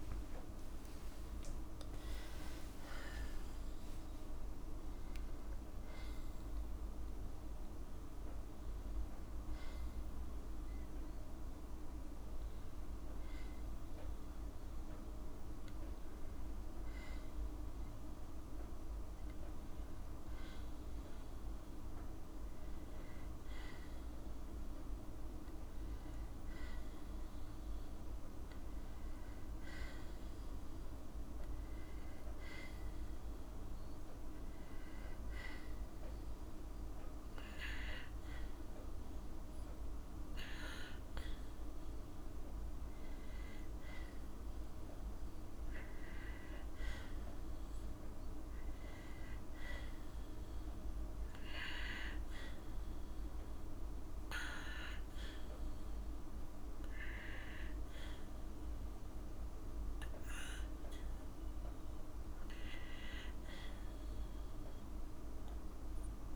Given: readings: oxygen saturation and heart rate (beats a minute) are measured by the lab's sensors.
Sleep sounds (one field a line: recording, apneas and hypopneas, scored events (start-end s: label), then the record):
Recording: a person partly awake in a sleep study, hard to hear, by a room microphone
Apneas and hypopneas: none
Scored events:
0.00-1.00 s: tachycardia (device-marked, heart rate 174 extreme)
0.00-2.00 s: long interval between heartbeats (device-marked, heart rate 137 before, 136 extreme)
18.00-48.00 s: new sleep stage, N1 (lightest sleep)
48.00-66.36 s: new sleep stage, N2 (light sleep)
From the record:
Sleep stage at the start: awake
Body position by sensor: on the back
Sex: female